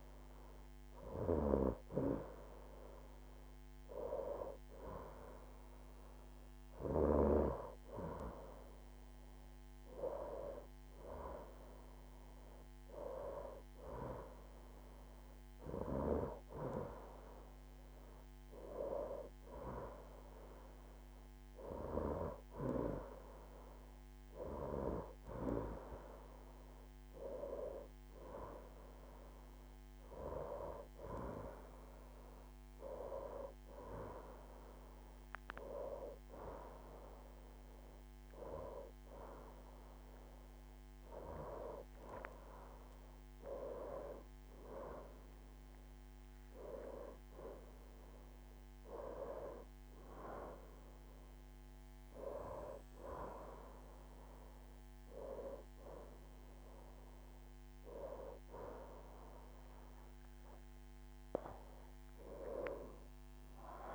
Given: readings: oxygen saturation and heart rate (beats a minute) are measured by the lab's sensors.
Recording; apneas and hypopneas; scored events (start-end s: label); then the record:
breathing in sleep by a microphone on the trachea; none
none scored
From the record:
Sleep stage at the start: N2 (light sleep); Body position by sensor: on the right side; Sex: female